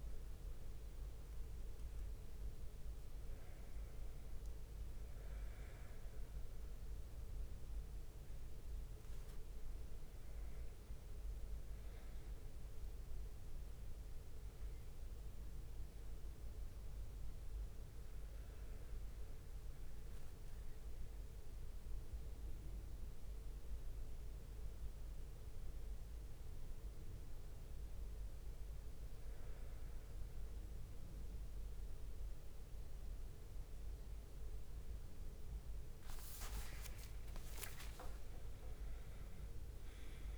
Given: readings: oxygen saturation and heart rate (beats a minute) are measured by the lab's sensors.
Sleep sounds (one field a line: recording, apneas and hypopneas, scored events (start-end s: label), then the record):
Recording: breathing in sleep, hard to hear, by a room microphone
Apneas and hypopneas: none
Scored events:
0.00-1.50 s: long interval between heartbeats (device-marked)
0.00-8.50 s: leg movement (device-marked)
0.00-11.50 s: bradycardia (device-marked)
1.50-4.50 s: drop in pulse transit time (device-marked)
10.00-12.00 s: long interval between heartbeats (device-marked)
10.00-17.00 s: leg movement (device-marked)
12.00-14.00 s: long interval between heartbeats (device-marked)
12.50-21.50 s: tachycardia (device-marked, heart rate 65 before, 140 extreme)
16.50-18.50 s: long interval between heartbeats (device-marked)
17.50-25.50 s: drop in pulse transit time (device-marked, heart rate 32 before, 68 extreme)
18.00-25.50 s: leg movement (device-marked)
20.00-22.00 s: long interval between heartbeats (device-marked, heart rate 43 before, 128 extreme)
27.00-36.50 s: leg movement (device-marked)
27.50-31.50 s: tachycardia (device-marked, heart rate 66 before, 113 extreme)
28.50-30.50 s: long interval between heartbeats (device-marked, heart rate 83 before, 80 extreme)
31.00-33.00 s: long interval between heartbeats (device-marked, heart rate 90 before, 113 extreme)
35.50-37.50 s: long interval between heartbeats (device-marked, heart rate 108 before, 93 extreme)
37.00-40.37 s: arousal
38.00-39.50 s: leg movement (device-marked)
38.00-40.00 s: long interval between heartbeats (device-marked, heart rate 106 before, 100 extreme)
38.50-40.37 s: drop in pulse transit time (device-marked, heart rate 105 before, 100 extreme)
From the record:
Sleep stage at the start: N1 (lightest sleep)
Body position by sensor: on the back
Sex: male